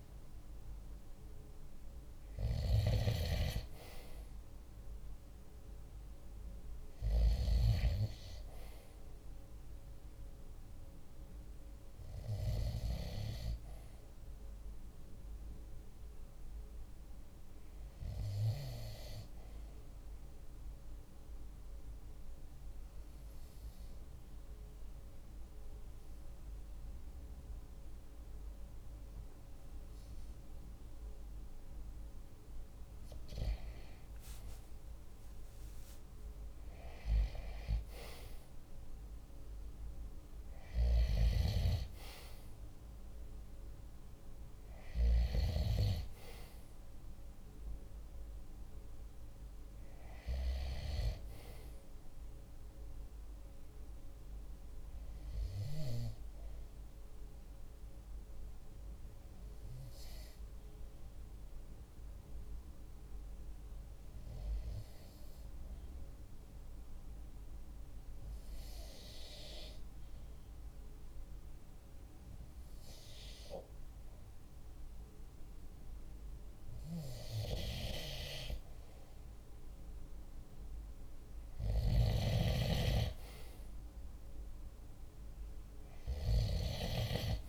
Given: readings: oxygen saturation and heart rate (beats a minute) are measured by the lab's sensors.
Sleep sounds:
breathing in sleep by a room microphone; 2
19.50-32.50 s: obstructive apnea (oxygen 96% before, 95% lowest, heart rate 47 before, 45 extreme, up 3 after)
34.50-39.00 s: arousal
55.00-75.00 s: obstructive apnea (oxygen 97% before, 94% lowest, heart rate 46 before, 45 extreme, up 2 after)
76.50-80.50 s: arousal
84.50-87.49 s: oxygen desaturation (device-marked, oxygen 97% before, 94% lowest, heart rate 47 before, 45 extreme)
From the record:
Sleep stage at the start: N2 (light sleep); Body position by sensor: on the right side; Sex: male

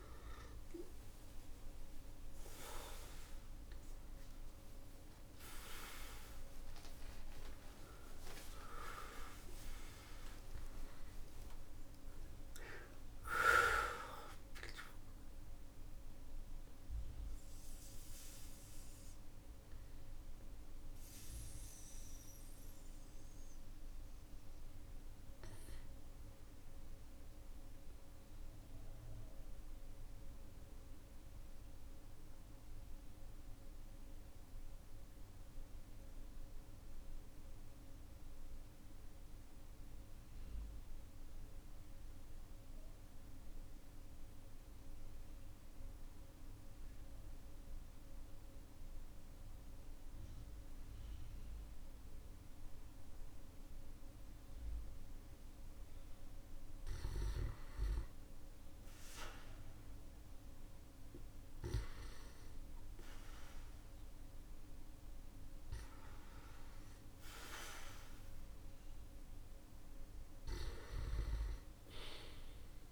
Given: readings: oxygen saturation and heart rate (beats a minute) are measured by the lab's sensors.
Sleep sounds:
breathing in sleep by a room microphone; 1
6.50-10.50 s: tachycardia (device-marked, heart rate 54 before, 111 extreme)
12.50-17.00 s: arousal
15.50-38.50 s: oxygen desaturation (device-marked, oxygen 96% before, 92% lowest, heart rate 85 before, 47 extreme)
22.00-55.00 s: mixed apnea (oxygen 97% before, 92% lowest, heart rate 86 before, 46 extreme, up 11 after)
From the record:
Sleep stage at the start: N2 (light sleep); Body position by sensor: on the back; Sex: male

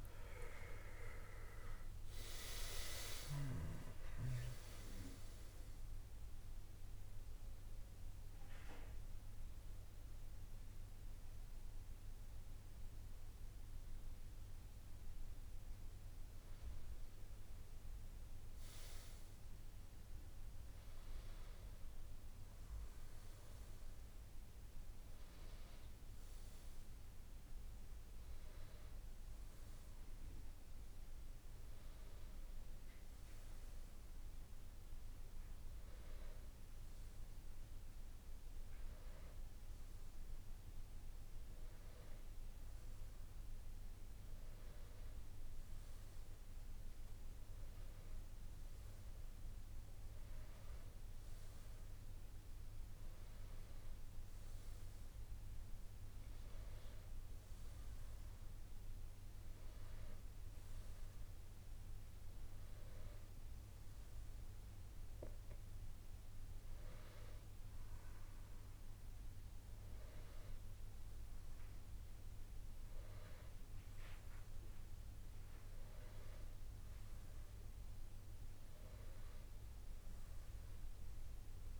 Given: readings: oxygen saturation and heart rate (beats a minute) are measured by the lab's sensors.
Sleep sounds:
breathing in sleep by a room microphone; none
21.50-36.50 s: oxygen desaturation (device-marked, oxygen 99% before, 94% lowest, heart rate 91 before, 88 extreme)
From the record:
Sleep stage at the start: N1 (lightest sleep); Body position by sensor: on the back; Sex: male

